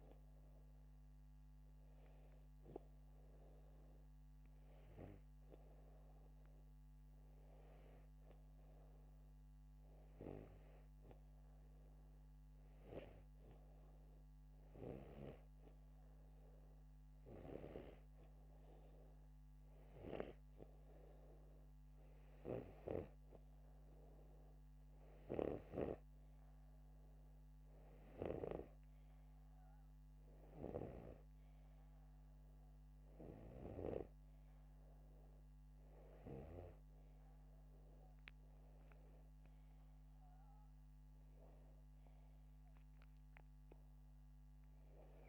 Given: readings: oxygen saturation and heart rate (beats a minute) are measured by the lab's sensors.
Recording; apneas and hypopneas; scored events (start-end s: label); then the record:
breathing in sleep by a microphone on the trachea; none
none scored
From the record:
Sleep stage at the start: N2 (light sleep); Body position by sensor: upright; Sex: male